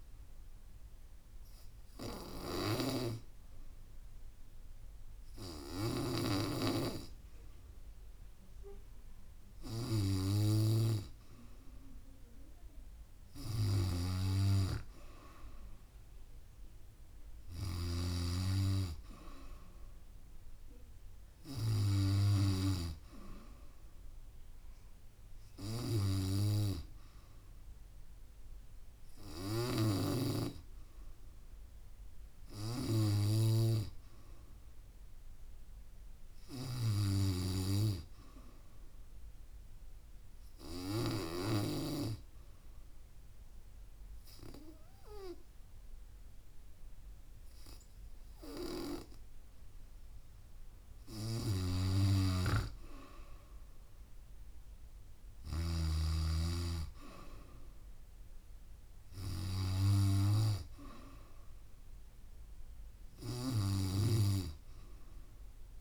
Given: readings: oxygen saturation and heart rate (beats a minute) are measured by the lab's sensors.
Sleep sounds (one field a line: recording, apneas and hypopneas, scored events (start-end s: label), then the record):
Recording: breathing in sleep by a room microphone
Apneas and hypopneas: 2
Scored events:
1.00-11.50 s: hypopnea (oxygen 95% before, 92% lowest, heart rate 70 before, 67 extreme, up 3 after)
14.50-18.50 s: arousal
42.50-52.50 s: obstructive apnea (oxygen 95% before, 92% lowest, heart rate 71 before, 64 extreme, up 3 after)
52.00-56.00 s: snoring (device-marked)
54.50-58.50 s: arousal
From the record:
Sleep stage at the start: N3 (deep sleep)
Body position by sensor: on the back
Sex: female